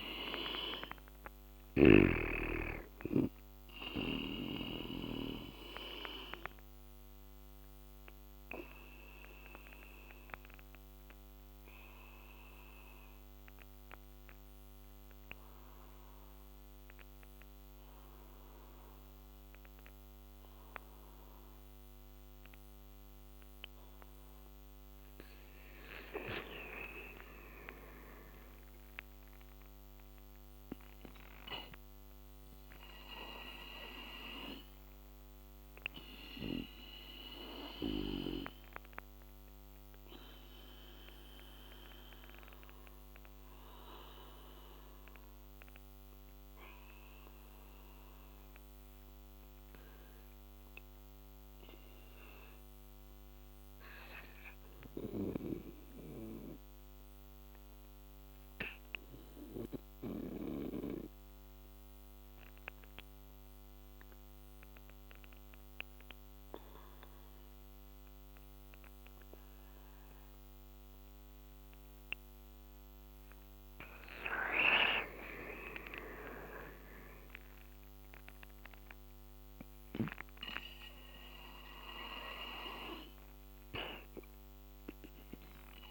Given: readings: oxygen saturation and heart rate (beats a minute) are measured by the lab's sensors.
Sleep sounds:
breathing in sleep by a microphone on the trachea; 2
0.00-2.00 s: oxygen desaturation (device-marked, oxygen 89% lowest, heart rate 73 extreme)
4.00-21.00 s: oxygen desaturation (device-marked, oxygen 93% before, 81% lowest, heart rate 86 before, 73 extreme)
5.50-24.50 s: obstructive apnea (oxygen 99% before, 81% lowest, heart rate 86 before, 73 extreme, up 8 after)
6.00-66.00 s: new sleep stage, REM sleep
26.50-30.00 s: arousal
34.50-69.50 s: obstructive apnea (oxygen 100% before, 76% lowest, heart rate 76 before, 70 extreme, up 10 after)
35.00-56.00 s: oxygen desaturation (device-marked, oxygen 98% before, 82% lowest, heart rate 76 before, 70 extreme)
63.00-85.90 s: oxygen desaturation (device-marked, oxygen 99% before, 76% lowest, heart rate 75 before, 68 extreme)
66.00-85.90 s: new sleep stage, N2 (light sleep)
73.50-78.00 s: arousal
From the record:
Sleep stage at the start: N2 (light sleep); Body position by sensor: on the back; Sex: male

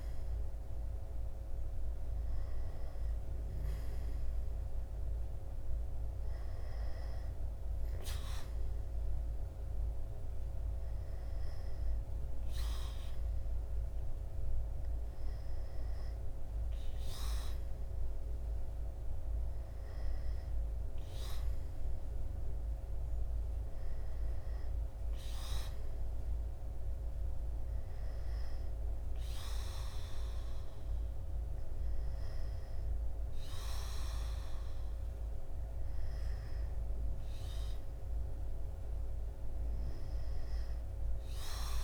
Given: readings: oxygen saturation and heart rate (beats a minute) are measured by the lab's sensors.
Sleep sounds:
breathing in sleep, hard to hear, by a room microphone; none
none scored
From the record:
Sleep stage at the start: N2 (light sleep); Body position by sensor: on the back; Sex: male

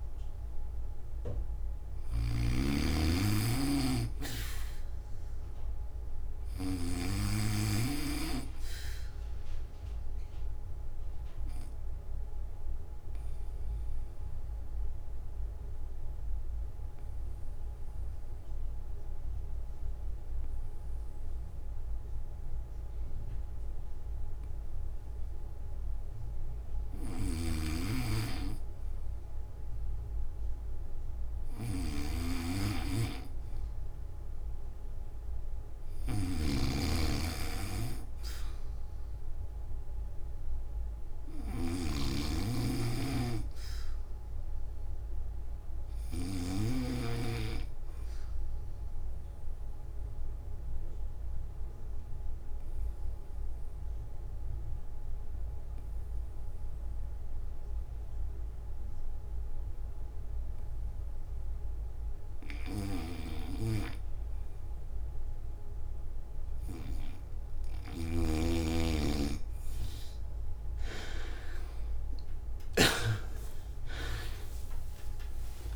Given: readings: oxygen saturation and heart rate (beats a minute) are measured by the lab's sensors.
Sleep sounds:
breathing in sleep by a room microphone; 2
0.00-7.00 s: snoring (device-marked)
0.50-30.50 s: oxygen desaturation (device-marked, oxygen 95% before, 86% lowest)
6.50-28.00 s: obstructive apnea (oxygen 95% before, 81% lowest)
26.50-46.50 s: snoring (device-marked)
37.50-69.50 s: oxygen desaturation (device-marked, oxygen 92% before, 81% lowest)
45.50-66.50 s: obstructive apnea (oxygen 92% before, 81% lowest)
62.50-72.50 s: snoring (device-marked)
From the record:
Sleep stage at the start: N1 (lightest sleep); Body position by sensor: on the back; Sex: male

